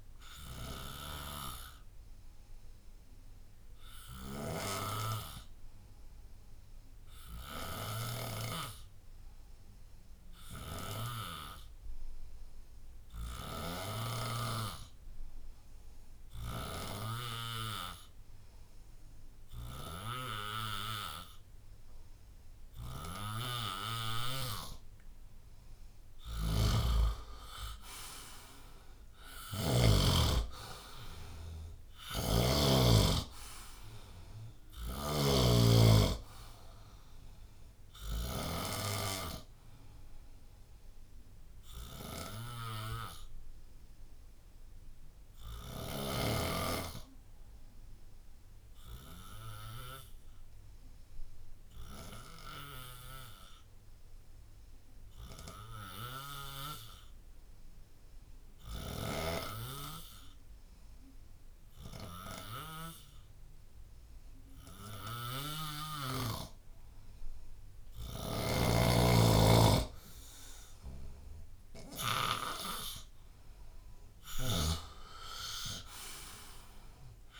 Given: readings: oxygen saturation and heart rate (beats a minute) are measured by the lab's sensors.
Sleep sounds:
breathing in sleep by a room microphone; 2
2.00-25.00 s: hypopnea (oxygen 95% before, 90% lowest, heart rate 82 before, 55 extreme, up 24 after)
14.50-17.50 s: bradycardia (device-marked, heart rate 78 before, 60 extreme)
26.00-30.00 s: snoring (device-marked)
27.00-30.50 s: arousal
32.00-38.50 s: snoring (device-marked)
43.00-65.00 s: obstructive apnea (oxygen 98% before, 91% lowest, heart rate 75 before, 67 extreme, up 7 after)
65.00-77.39 s: snoring (device-marked)
65.50-77.39 s: oxygen desaturation (device-marked, oxygen 98% before, 91% lowest, heart rate 78 before, 60 extreme)
73.50-77.00 s: arousal
From the record:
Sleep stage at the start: N2 (light sleep); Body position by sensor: on the back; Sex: male

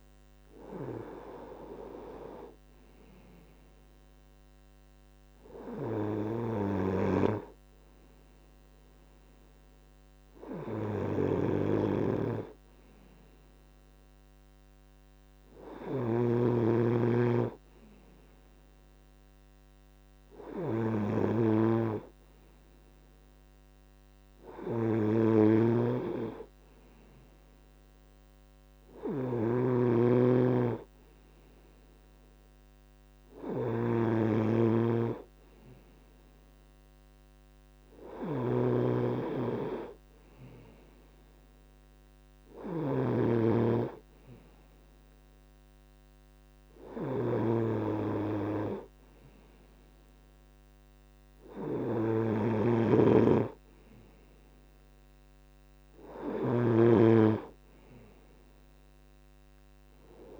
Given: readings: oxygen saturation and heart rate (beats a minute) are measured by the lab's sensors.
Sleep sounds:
breathing in sleep by a microphone on the trachea; none
10.50-56.00 s: snoring (device-marked)
From the record:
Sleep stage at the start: N2 (light sleep); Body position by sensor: on the right side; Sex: male

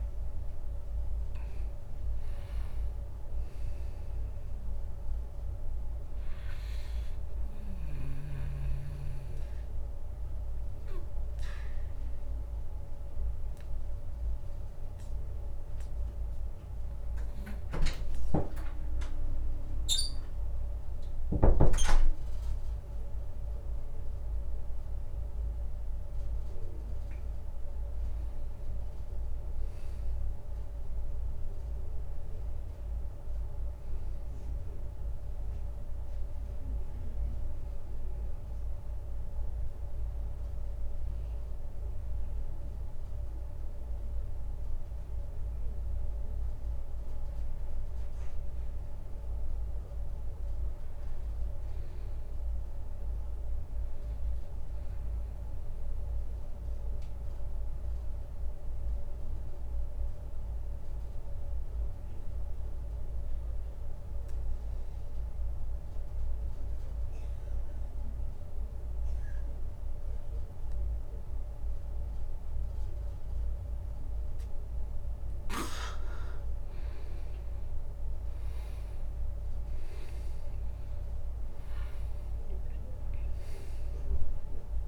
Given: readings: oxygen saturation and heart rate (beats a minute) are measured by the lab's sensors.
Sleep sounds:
breathing in sleep, hard to hear, by a room microphone; 2
0.00-1.00 s: arousal
0.00-21.50 s: oxygen desaturation (device-marked, oxygen 84% lowest)
7.00-26.00 s: obstructive apnea (oxygen 98% before, 84% lowest)
28.50-33.50 s: arousal
55.50-75.50 s: obstructive apnea (oxygen 99% before, 93% lowest, heart rate 45 before, 36 extreme)
75.50-84.87 s: oxygen desaturation (device-marked, oxygen 98% before, 93% lowest, heart rate 46 before, 28 extreme)
78.50-83.00 s: arousal
From the record:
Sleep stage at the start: N2 (light sleep); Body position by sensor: on the back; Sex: male

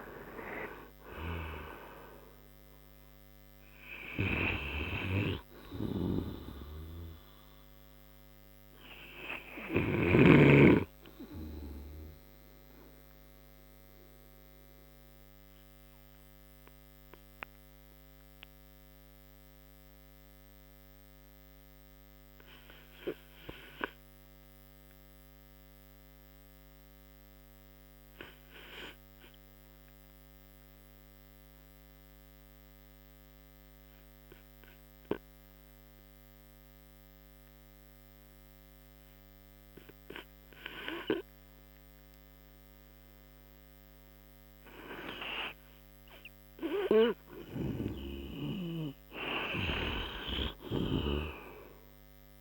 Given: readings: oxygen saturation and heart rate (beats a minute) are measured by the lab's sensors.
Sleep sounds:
breathing in sleep by a microphone on the trachea; 1
0.00-5.50 s: oxygen desaturation (device-marked, oxygen 92% lowest)
11.50-46.00 s: obstructive apnea (oxygen 98% before, 85% lowest)
17.50-24.50 s: oxygen desaturation (device-marked, oxygen 95% before, 85% lowest)
42.50-52.41 s: oxygen desaturation (device-marked, oxygen 97% before, 94% lowest)
48.00-51.50 s: arousal
From the record:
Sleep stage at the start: N2 (light sleep); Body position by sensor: on the right side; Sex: male

